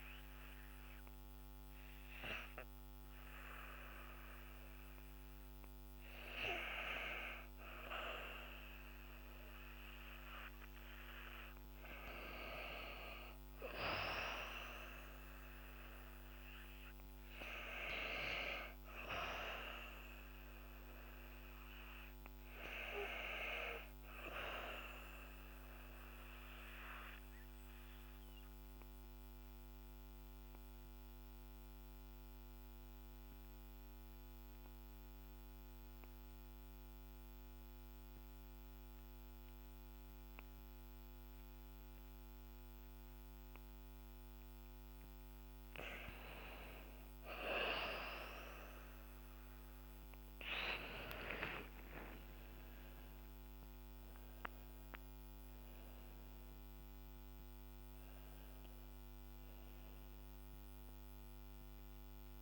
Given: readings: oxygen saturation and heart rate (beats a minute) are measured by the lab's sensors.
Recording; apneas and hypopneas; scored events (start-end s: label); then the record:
breathing in sleep by a microphone on the trachea; 1
25.50-44.00 s: obstructive apnea (oxygen 98% before, 88% lowest, heart rate 57 before, 45 extreme, up 9 after)
48.00-62.41 s: oxygen desaturation (device-marked, oxygen 97% before, 88% lowest, heart rate 50 before, 58 extreme)
48.50-53.50 s: arousal
From the record:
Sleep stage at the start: N2 (light sleep); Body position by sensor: on the back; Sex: female